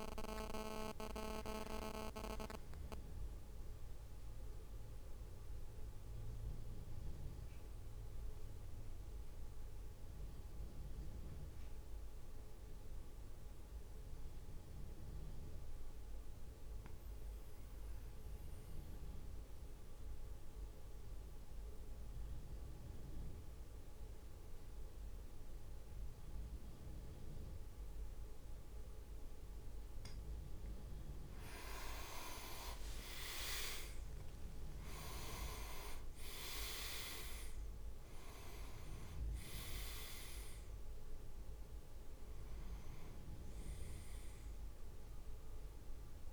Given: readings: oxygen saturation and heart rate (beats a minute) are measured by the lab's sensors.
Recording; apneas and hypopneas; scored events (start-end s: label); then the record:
breathing in sleep by a room microphone; 1
0.00-3.00 s: drop in pulse transit time (device-marked, heart rate 55 extreme)
5.00-31.50 s: mixed apnea (oxygen 100% before, 93% lowest, heart rate 58 before, 52 extreme, up 8 after)
32.00-46.33 s: oxygen desaturation (device-marked, oxygen 99% before, 95% lowest, heart rate 55 before, 52 extreme)
32.50-37.00 s: arousal
33.50-37.00 s: leg movement (device-marked)
34.00-46.33 s: drop in pulse transit time (device-marked, heart rate 54 before, 54 extreme)
From the record:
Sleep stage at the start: N2 (light sleep); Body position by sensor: on the back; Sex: male